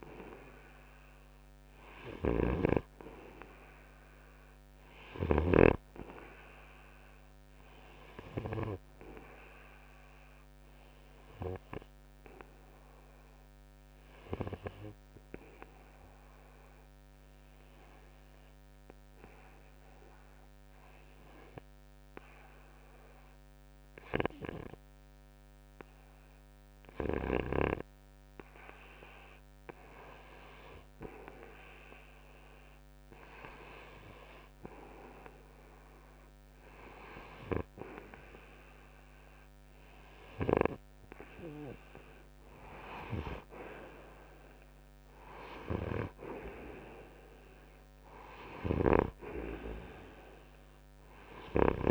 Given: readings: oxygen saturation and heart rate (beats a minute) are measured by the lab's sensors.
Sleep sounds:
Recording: breathing in sleep by a microphone on the trachea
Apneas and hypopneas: 1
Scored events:
10.50-51.91 s: new sleep stage, REM sleep
16.00-31.00 s: hypopnea (oxygen 91% before, 87% lowest, heart rate 70 before, 66 extreme, up 6 after)
33.00-37.00 s: arousal
From the record:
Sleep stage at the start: N2 (light sleep)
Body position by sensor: on the front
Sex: male

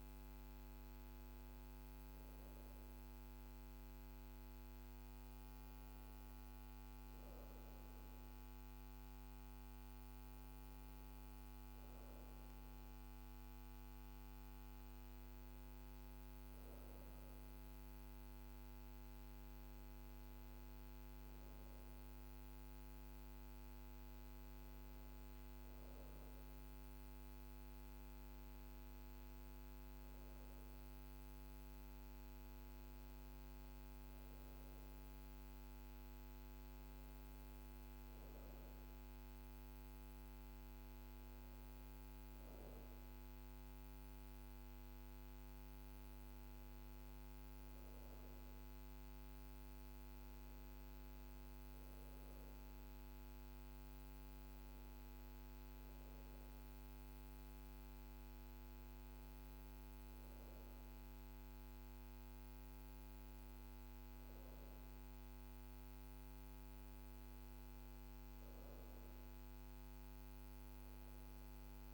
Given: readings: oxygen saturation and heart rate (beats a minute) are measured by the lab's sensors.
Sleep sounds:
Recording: breathing in sleep, hard to hear, by a microphone on the trachea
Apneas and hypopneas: none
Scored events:
none scored
From the record:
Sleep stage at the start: REM sleep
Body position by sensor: on the back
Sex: female

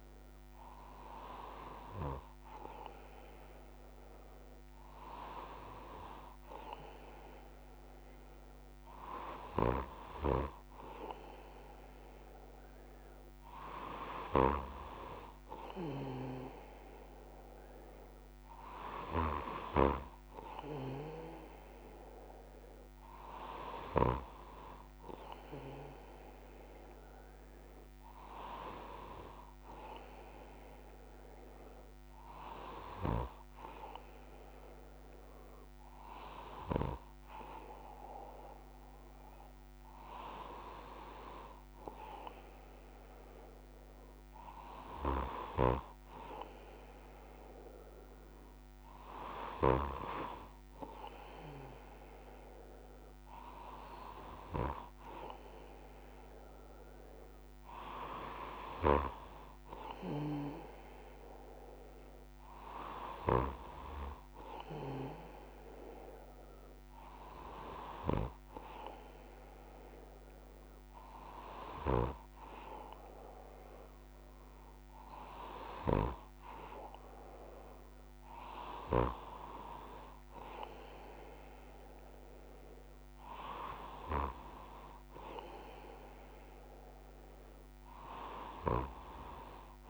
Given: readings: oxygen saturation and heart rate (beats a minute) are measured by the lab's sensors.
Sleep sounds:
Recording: breathing in sleep by a microphone on the trachea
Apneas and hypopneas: none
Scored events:
56.50-89.90 s: new sleep stage, N2 (light sleep)
From the record:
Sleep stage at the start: N1 (lightest sleep)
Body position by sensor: on the left side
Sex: male

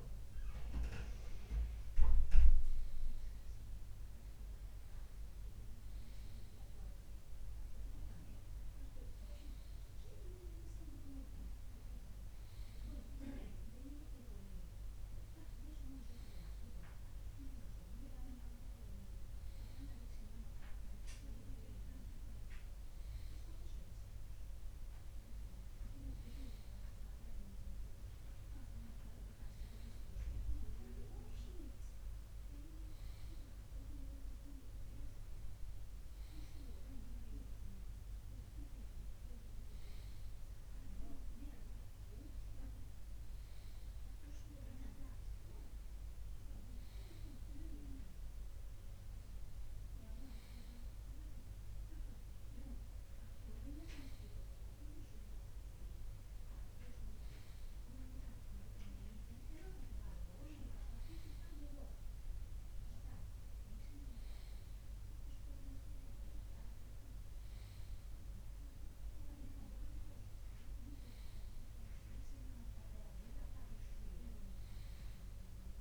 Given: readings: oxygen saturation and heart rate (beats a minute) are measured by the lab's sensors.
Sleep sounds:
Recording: breathing in sleep by a room microphone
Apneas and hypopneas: none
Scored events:
0.00-4.50 s: arousal
0.50-2.50 s: long interval between heartbeats (device-marked, heart rate 61 before, 70 extreme)
From the record:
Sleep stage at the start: N2 (light sleep)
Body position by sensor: on the left side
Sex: male

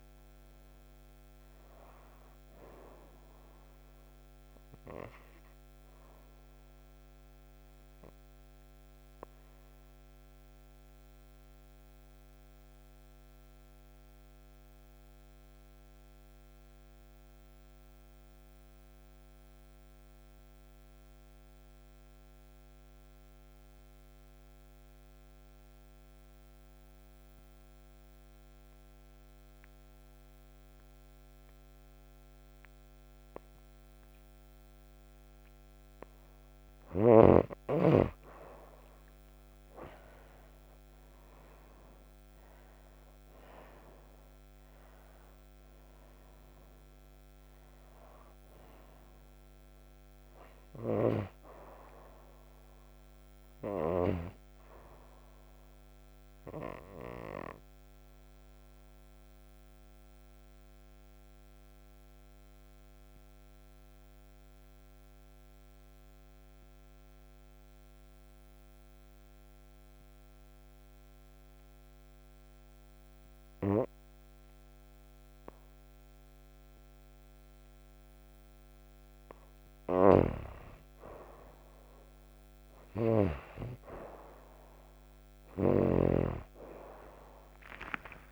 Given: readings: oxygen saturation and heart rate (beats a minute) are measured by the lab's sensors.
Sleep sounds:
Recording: breathing in sleep by a microphone on the trachea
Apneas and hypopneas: 2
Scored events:
0.00-22.00 s: oxygen desaturation (device-marked, oxygen 91% lowest, heart rate 56 extreme)
4.00-36.00 s: obstructive apnea (oxygen 99% before, 86% lowest, heart rate 68 before, 56 extreme, up 12 after)
36.00-72.00 s: oxygen desaturation (device-marked, oxygen 98% before, 86% lowest, heart rate 60 before, 57 extreme)
38.50-41.50 s: arousal
56.50-77.50 s: obstructive apnea (oxygen 98% before, 86% lowest, heart rate 66 before, 57 extreme, up 15 after)
79.50-86.00 s: snoring (device-marked)
86.00-88.32 s: oxygen desaturation (device-marked, oxygen 98% before, 91% lowest, heart rate 63 before, 56 extreme)
87.00-88.32 s: arousal
From the record:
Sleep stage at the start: N2 (light sleep)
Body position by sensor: on the right side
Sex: female

